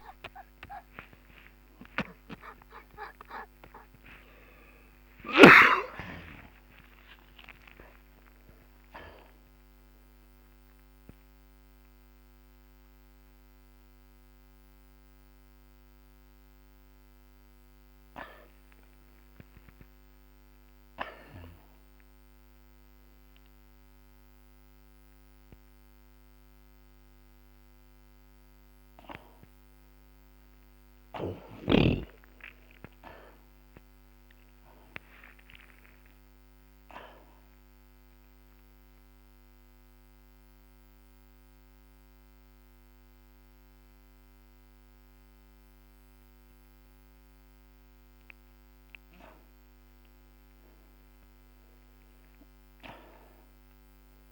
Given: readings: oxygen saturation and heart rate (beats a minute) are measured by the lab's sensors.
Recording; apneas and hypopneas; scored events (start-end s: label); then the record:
a person partly awake in a sleep study, by a microphone on the trachea; 1
1.00-54.32 s: new sleep stage, N1 (lightest sleep)
10.00-17.00 s: oxygen desaturation (device-marked, oxygen 92% before, 88% lowest, heart rate 70 before, 59 extreme)
31.00-35.50 s: arousal
39.00-49.50 s: obstructive apnea (oxygen 97% before, 86% lowest, heart rate 81 before, 76 extreme, up 3 after)
44.00-54.32 s: oxygen desaturation (device-marked, oxygen 96% before, 86% lowest, heart rate 87 before, 76 extreme)
From the record:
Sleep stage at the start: awake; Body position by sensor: upright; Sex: male